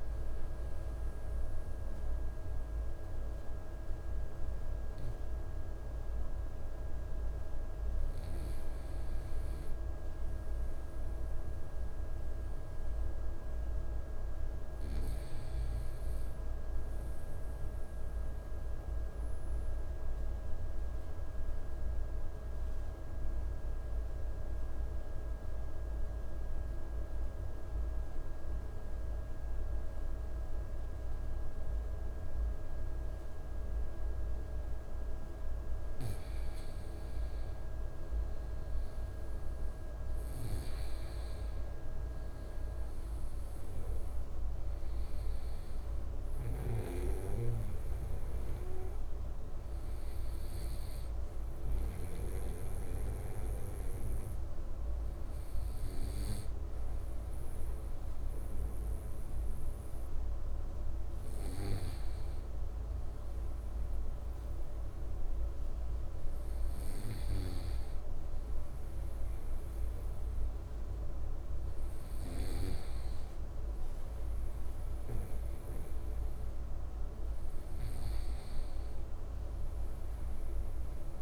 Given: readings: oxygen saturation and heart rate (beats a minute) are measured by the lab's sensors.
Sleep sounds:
breathing in sleep, hard to hear, by a room microphone; 1
18.50-37.00 s: mixed apnea (oxygen 97% before, 94% lowest, heart rate 54 before, 54 extreme, up 3 after)
38.50-43.00 s: arousal
46.00-52.00 s: snoring (device-marked)
From the record:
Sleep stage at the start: N2 (light sleep); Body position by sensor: on the right side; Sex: male

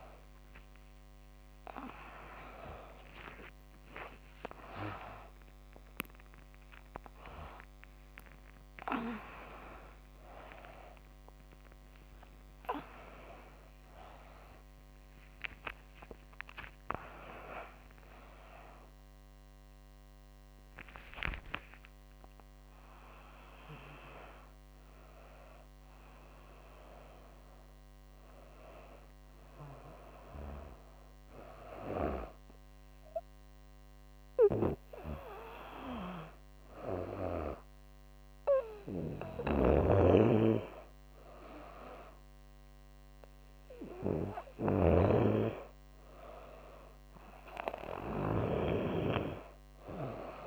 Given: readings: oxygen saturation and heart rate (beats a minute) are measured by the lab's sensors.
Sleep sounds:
a person awake in a sleep study, by a microphone on the trachea; none
0.00-18.50 s: tachycardia (device-marked, heart rate 150 extreme)
4.00-6.00 s: long interval between heartbeats (device-marked, heart rate 97 before, 108 extreme)
8.00-10.00 s: long interval between heartbeats (device-marked, heart rate 105 before, 137 extreme)
11.50-13.50 s: long interval between heartbeats (device-marked, heart rate 116 before, 147 extreme)
29.50-50.46 s: new sleep stage, N2 (light sleep)
33.50-50.46 s: snoring (device-marked)
From the record:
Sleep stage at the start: awake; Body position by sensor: on the back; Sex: female

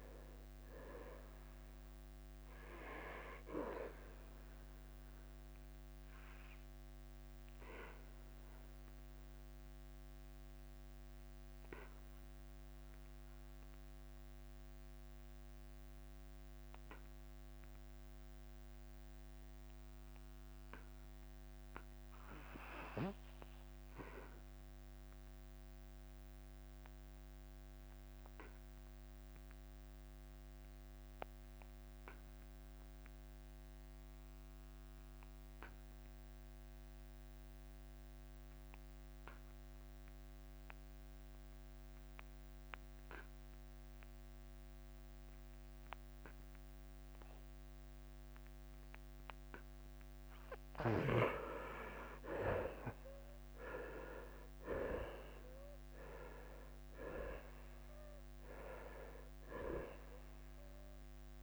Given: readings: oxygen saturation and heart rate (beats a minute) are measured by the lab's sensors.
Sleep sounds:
breathing in sleep by a microphone on the trachea; 1
0.00-6.50 s: drop in pulse transit time (device-marked, heart rate 86 extreme)
7.50-50.00 s: obstructive apnea (oxygen 96% before, 74% lowest, heart rate 88 before, 82 extreme, up 8 after)
20.50-32.50 s: oxygen desaturation (device-marked, oxygen 97% before, 78% lowest, heart rate 90 before, 82 extreme)
35.50-37.50 s: long interval between heartbeats (device-marked, heart rate 87 before, 83 extreme)
52.50-61.42 s: drop in pulse transit time (device-marked, heart rate 85 before, 87 extreme)
54.00-58.00 s: arousal
From the record:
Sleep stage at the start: N2 (light sleep); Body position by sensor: on the back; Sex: male

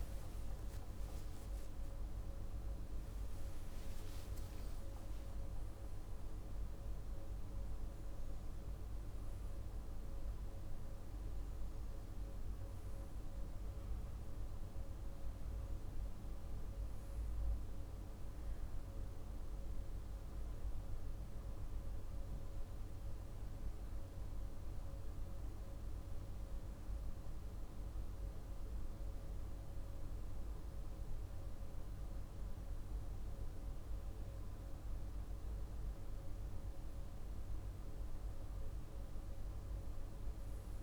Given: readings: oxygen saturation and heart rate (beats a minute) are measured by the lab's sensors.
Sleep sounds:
breathing in sleep, hard to hear, by a room microphone; none
0.00-4.50 s: arousal
From the record:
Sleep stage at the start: REM sleep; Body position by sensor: on the right side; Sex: male

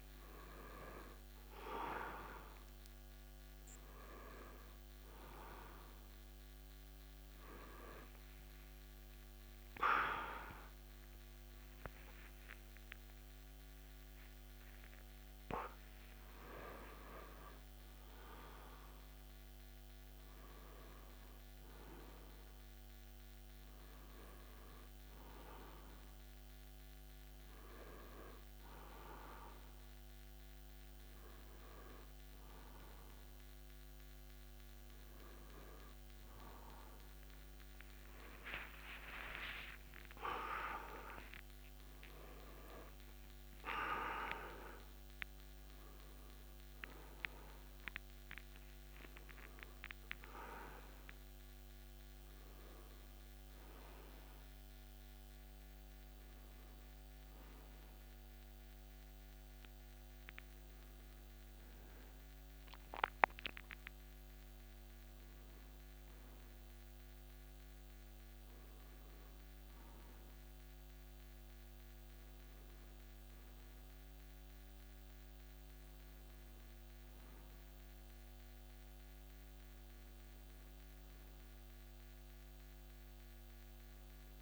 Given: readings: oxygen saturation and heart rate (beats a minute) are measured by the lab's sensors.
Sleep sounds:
a person awake in a sleep study, by a microphone on the trachea; none
62.50-84.41 s: new sleep stage, N1 (lightest sleep)
From the record:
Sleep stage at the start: awake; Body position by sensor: on the right side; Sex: male

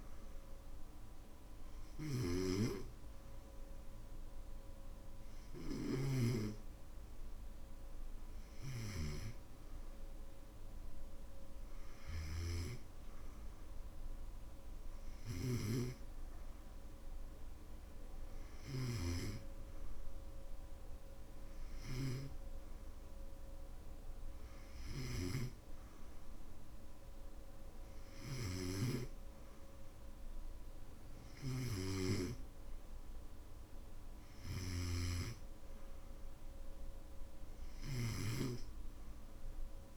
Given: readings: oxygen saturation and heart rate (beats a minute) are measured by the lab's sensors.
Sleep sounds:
breathing in sleep by a room microphone; none
1.50-6.00 s: snoring (device-marked)
12.00-19.00 s: snoring (device-marked)
34.50-39.97 s: snoring (device-marked)
From the record:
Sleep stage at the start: N2 (light sleep); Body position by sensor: on the back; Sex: male

